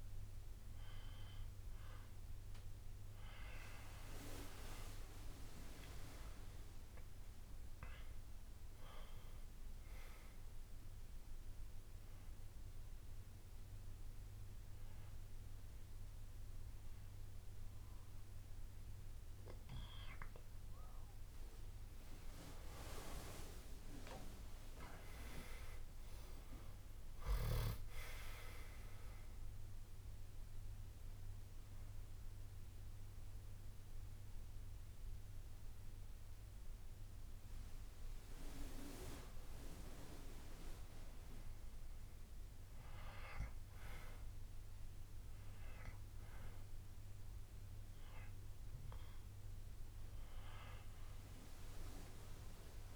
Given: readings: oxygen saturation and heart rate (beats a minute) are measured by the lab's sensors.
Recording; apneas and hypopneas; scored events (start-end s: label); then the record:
breathing in sleep by a room microphone; 1
5.00-9.50 s: arousal
11.50-22.50 s: hypopnea (oxygen 97% before, 92% lowest, heart rate 70 before, 58 extreme, up 16 after)
24.50-30.00 s: arousal
26.50-39.50 s: drop in pulse transit time (device-marked, heart rate 69 before, 58 extreme)
30.50-52.96 s: oxygen desaturation (device-marked, oxygen 96% before, 92% lowest, heart rate 68 before, 58 extreme)
33.50-35.50 s: bradycardia (device-marked, heart rate 74 before, 63 extreme)
51.00-52.96 s: arousal
From the record:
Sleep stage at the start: N2 (light sleep); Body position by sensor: on the back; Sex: male